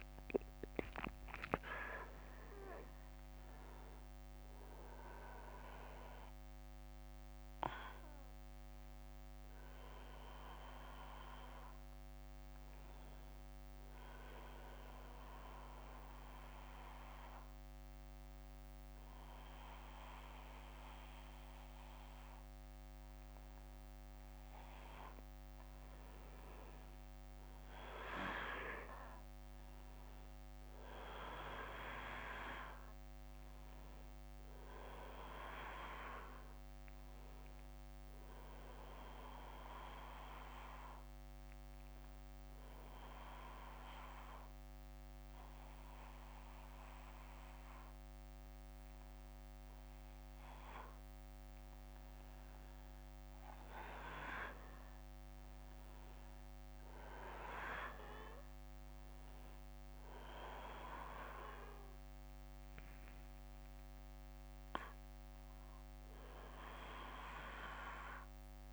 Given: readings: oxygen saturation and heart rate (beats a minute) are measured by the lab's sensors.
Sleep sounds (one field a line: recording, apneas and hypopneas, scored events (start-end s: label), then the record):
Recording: breathing in sleep by a microphone on the trachea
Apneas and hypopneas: 2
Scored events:
13.50-24.50 s: obstructive apnea (oxygen 96% before, 93% lowest, heart rate 71 before, 64 extreme, up 8 after)
27.00-30.50 s: arousal
41.00-52.00 s: obstructive apnea (oxygen 97% before, 93% lowest, heart rate 69 before, 64 extreme, up 6 after)
54.50-57.50 s: arousal
56.50-67.50 s: oxygen desaturation (device-marked, oxygen 96% before, 93% lowest, heart rate 70 before, 66 extreme)
From the record:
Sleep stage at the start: N1 (lightest sleep)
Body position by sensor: on the back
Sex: male